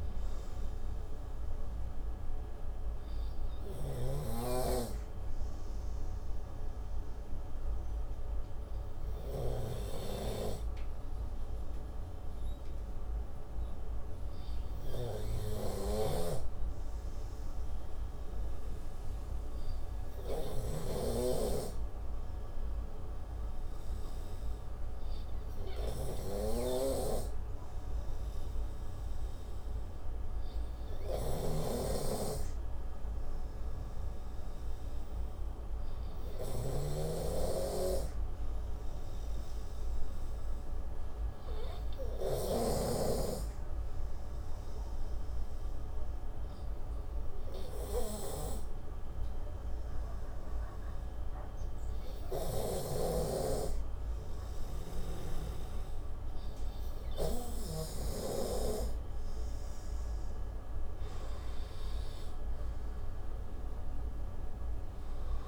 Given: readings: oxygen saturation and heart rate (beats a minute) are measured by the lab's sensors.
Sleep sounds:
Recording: breathing in sleep by a room microphone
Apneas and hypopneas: 1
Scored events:
0.00-3.00 s: oxygen desaturation (device-marked, oxygen 90% lowest, heart rate 53 extreme)
7.00-58.50 s: obstructive apnea (oxygen 97% before, 88% lowest, heart rate 72 before, 58 extreme, up 20 after)
16.50-21.50 s: snoring (device-marked)
21.00-39.00 s: oxygen desaturation (device-marked, oxygen 98% before, 94% lowest, heart rate 62 before, 63 extreme)
31.50-43.50 s: snoring (device-marked)
60.50-63.00 s: arousal
62.00-65.48 s: oxygen desaturation (device-marked, oxygen 94% before, 90% lowest, heart rate 72 before, 58 extreme)
From the record:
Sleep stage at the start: N2 (light sleep)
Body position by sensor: on the right side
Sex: male

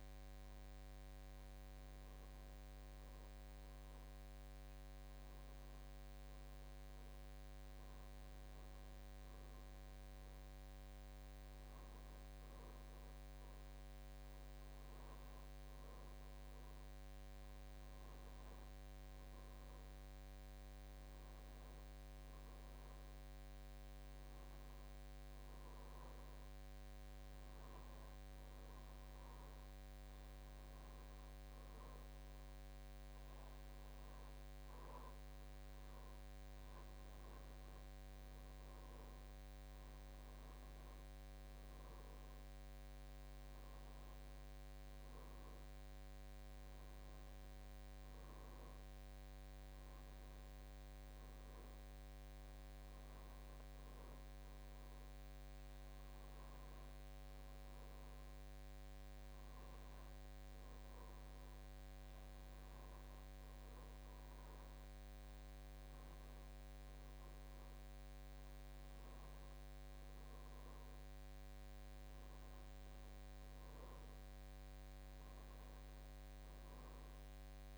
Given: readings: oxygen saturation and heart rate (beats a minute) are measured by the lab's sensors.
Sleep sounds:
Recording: breathing in sleep, hard to hear, by a microphone on the trachea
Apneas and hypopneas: none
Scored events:
none scored
From the record:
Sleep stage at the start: N2 (light sleep)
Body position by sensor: on the back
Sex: male

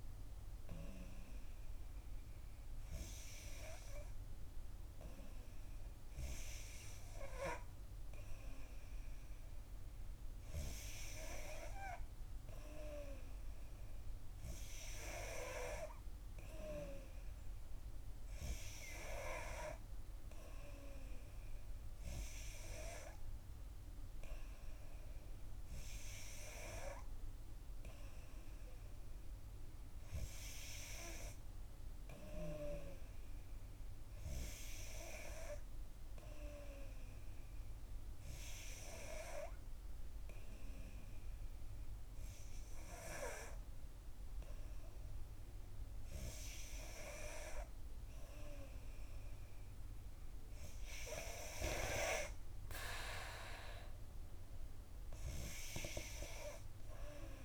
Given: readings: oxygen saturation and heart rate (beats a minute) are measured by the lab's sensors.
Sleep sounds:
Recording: breathing in sleep by a room microphone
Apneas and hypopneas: none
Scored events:
none scored
From the record:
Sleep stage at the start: N2 (light sleep)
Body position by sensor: on the back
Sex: female

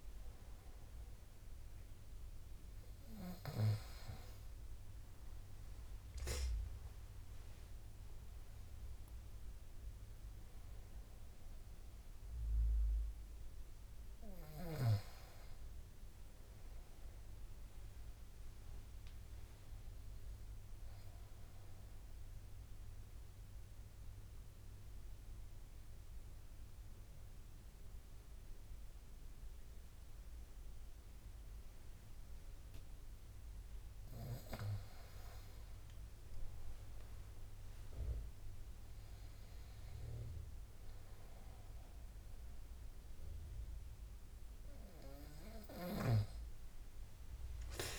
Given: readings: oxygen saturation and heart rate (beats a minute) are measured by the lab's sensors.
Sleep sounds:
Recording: breathing in sleep by a room microphone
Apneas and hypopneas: 1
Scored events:
4.00-28.00 s: oxygen desaturation (device-marked, oxygen 98% before, 94% lowest, heart rate 79 before, 69 extreme)
17.50-21.00 s: arousal
23.00-34.50 s: obstructive apnea (oxygen 98% before, 91% lowest, heart rate 79 before, 70 extreme, up 10 after)
36.00-39.50 s: arousal
45.00-47.98 s: oxygen desaturation (device-marked, oxygen 98% before, 94% lowest, heart rate 75 before, 67 extreme)
From the record:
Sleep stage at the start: N2 (light sleep)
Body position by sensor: on the front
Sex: male

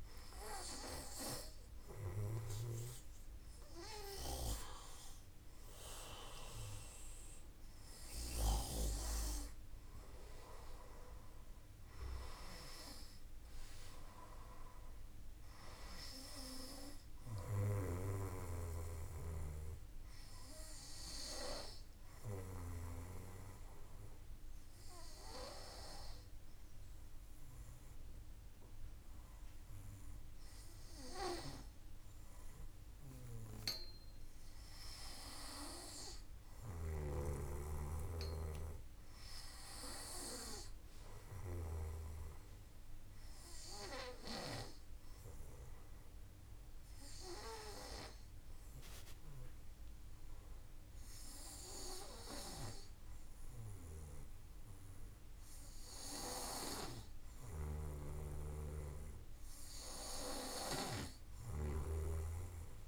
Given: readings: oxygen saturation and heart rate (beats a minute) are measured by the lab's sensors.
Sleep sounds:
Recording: breathing in sleep by a room microphone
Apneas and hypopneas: 2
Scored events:
14.50-18.00 s: arousal
23.00-34.00 s: hypopnea (oxygen 96% before, 94% lowest, heart rate 55 before, 51 extreme, up 4 after)
35.50-41.00 s: snoring (device-marked)
36.50-40.00 s: arousal
45.00-56.00 s: hypopnea (oxygen 97% before, 94% lowest, heart rate 54 before, 51 extreme, up 1 after)
56.50-62.88 s: snoring (device-marked)
58.00-61.50 s: arousal
From the record:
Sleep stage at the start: N2 (light sleep)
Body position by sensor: on the back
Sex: male

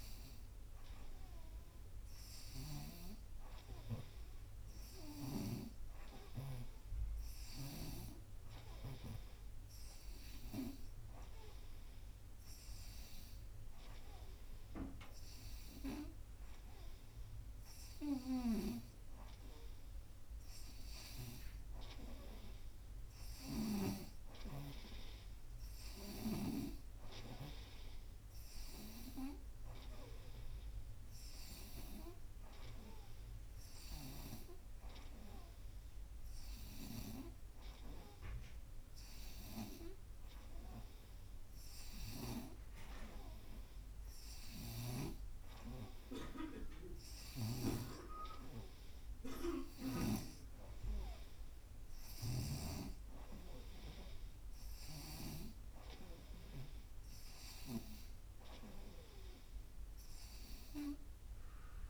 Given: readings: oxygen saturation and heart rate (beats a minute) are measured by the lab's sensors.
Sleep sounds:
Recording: breathing in sleep by a room microphone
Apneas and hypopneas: none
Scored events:
44.50-48.00 s: snoring (device-marked)
From the record:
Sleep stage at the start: N2 (light sleep)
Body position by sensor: on the right side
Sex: female

